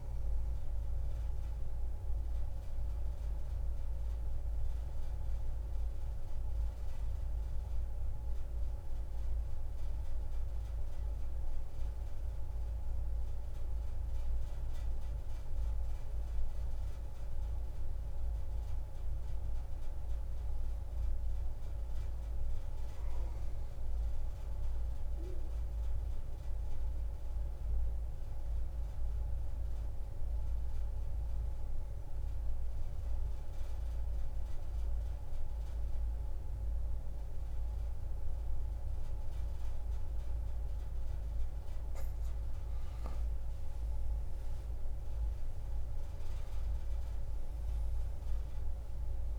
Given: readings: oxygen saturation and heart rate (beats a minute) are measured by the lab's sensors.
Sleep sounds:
breathing in sleep, hard to hear, by a room microphone; 2
2.00-14.00 s: central apnea (oxygen 93% before, 88% lowest)
17.00-20.50 s: arousal
21.50-29.50 s: oxygen desaturation (device-marked, oxygen 99% before, 94% lowest)
33.00-43.00 s: mixed apnea (oxygen 99% before, 90% lowest)
43.50-49.39 s: oxygen desaturation (device-marked, oxygen 95% before, 91% lowest)
45.50-49.39 s: arousal
From the record:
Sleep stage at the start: N2 (light sleep); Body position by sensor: on the back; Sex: female

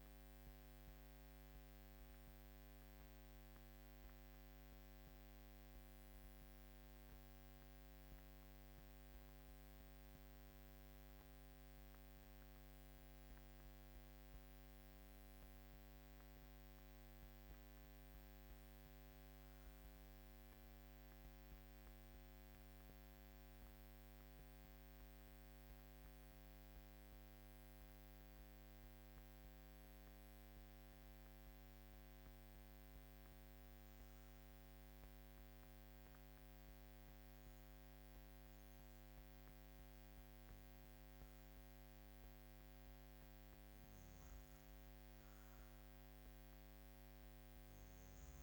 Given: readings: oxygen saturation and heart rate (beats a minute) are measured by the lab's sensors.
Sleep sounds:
breathing in sleep, hard to hear, by a microphone on the trachea; 1
22.50-40.00 s: obstructive apnea (oxygen 99% before, 94% lowest, heart rate 58 before, 55 extreme, up 2 after)
45.50-48.43 s: arousal
From the record:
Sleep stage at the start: REM sleep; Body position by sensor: on the back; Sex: female

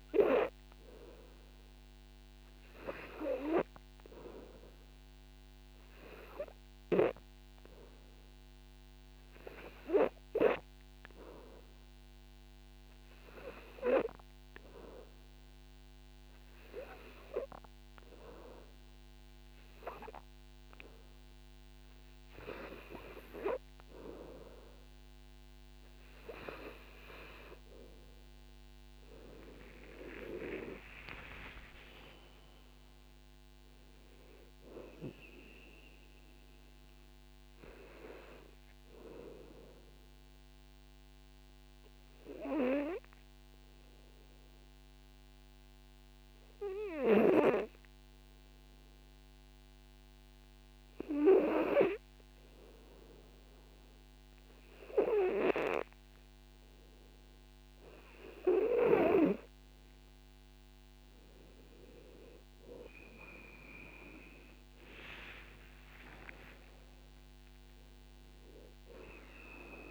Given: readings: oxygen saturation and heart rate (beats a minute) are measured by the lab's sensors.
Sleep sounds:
breathing in sleep by a microphone on the trachea; 1
29.50-34.00 s: arousal
41.00-52.00 s: obstructive apnea (oxygen 93% before, 90% lowest, heart rate 63 before, 54 extreme, up 8 after)
61.50-65.50 s: arousal
65.00-69.91 s: oxygen desaturation (device-marked, oxygen 99% before, 93% lowest, heart rate 63 before, 54 extreme)
From the record:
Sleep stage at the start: N2 (light sleep); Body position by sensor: on the back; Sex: male

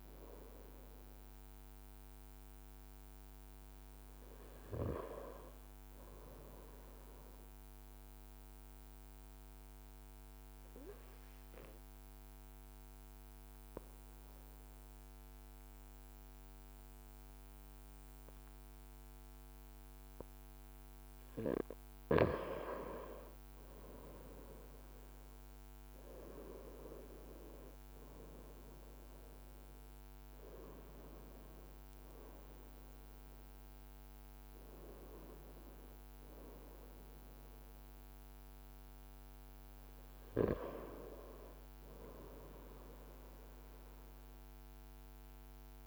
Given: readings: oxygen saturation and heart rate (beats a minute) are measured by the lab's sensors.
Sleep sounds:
breathing in sleep by a microphone on the trachea; 1
5.50-19.00 s: obstructive apnea (oxygen 95% before, 94% lowest, heart rate 59 before, 56 extreme, up 0 after)
23.00-28.00 s: arousal
24.00-26.50 s: leg movement (device-marked)
From the record:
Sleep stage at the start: N2 (light sleep); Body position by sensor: on the front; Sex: male

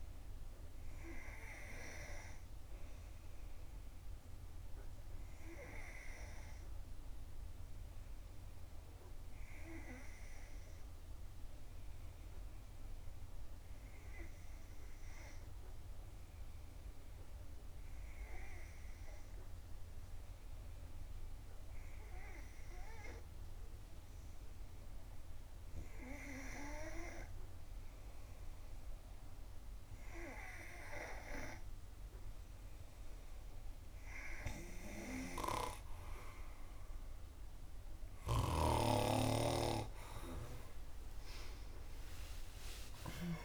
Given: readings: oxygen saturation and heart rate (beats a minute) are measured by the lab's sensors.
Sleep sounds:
breathing in sleep by a room microphone; 1
0.00-8.00 s: oxygen desaturation (device-marked, oxygen 91% lowest, heart rate 60 extreme)
7.00-27.00 s: obstructive apnea (oxygen 97% before, 89% lowest, heart rate 62 before, 61 extreme, up 2 after)
29.50-33.00 s: arousal
41.00-43.44 s: oxygen desaturation (device-marked, oxygen 92% before, 89% lowest, heart rate 63 before, 60 extreme)
From the record:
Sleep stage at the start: N2 (light sleep); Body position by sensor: on the back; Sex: female

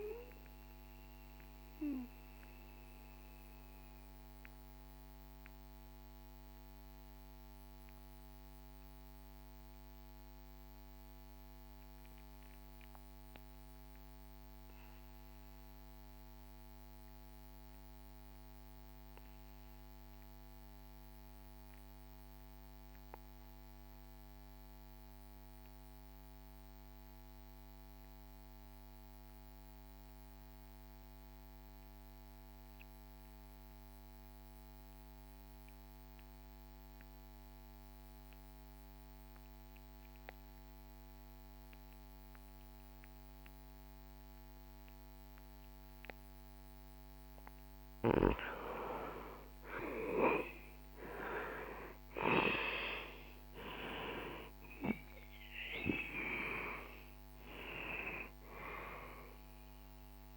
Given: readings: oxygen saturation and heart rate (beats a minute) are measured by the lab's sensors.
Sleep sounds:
breathing in sleep by a microphone on the trachea; 1
0.00-16.00 s: oxygen desaturation (device-marked, oxygen 82% lowest, heart rate 58 extreme)
0.50-46.50 s: mixed apnea (oxygen 96% before, 82% lowest, heart rate 71 before, 58 extreme, up 17 after)
37.00-60.37 s: oxygen desaturation (device-marked, oxygen 97% before, 83% lowest, heart rate 63 before, 58 extreme)
48.00-53.00 s: arousal
From the record:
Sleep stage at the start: REM sleep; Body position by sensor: on the back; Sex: male

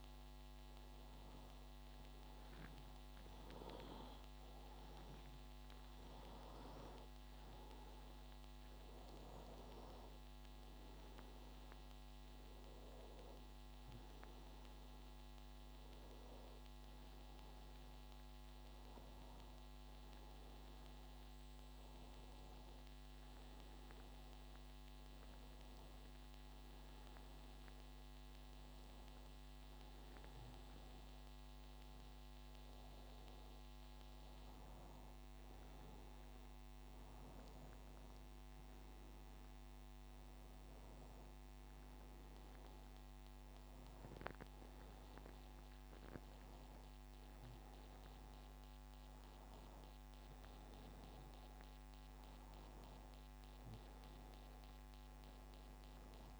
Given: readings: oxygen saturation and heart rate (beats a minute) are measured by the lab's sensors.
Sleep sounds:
breathing in sleep, hard to hear, by a microphone on the trachea; none
49.50-54.00 s: arousal
From the record:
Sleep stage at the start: N1 (lightest sleep); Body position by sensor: on the back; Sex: male

